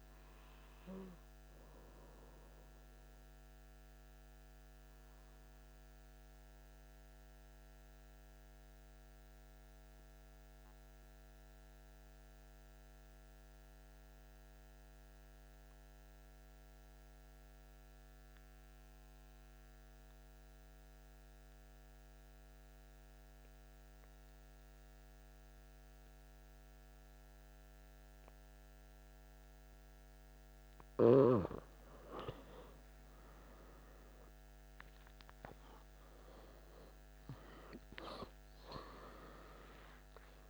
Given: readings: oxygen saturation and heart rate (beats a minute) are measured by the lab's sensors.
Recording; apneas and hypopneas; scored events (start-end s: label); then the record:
breathing in sleep by a microphone on the trachea; 1
0.00-6.50 s: oxygen desaturation (device-marked, oxygen 91% lowest, heart rate 136 extreme)
7.00-31.00 s: mixed apnea (oxygen 96% before, 91% lowest, heart rate 170 before, 111 extreme, up 0 after)
32.50-38.00 s: arousal
32.50-40.49 s: oxygen desaturation (device-marked, oxygen 97% before, 91% lowest, heart rate 190 before, 59 extreme)
From the record:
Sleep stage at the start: N2 (light sleep); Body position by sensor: on the back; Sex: male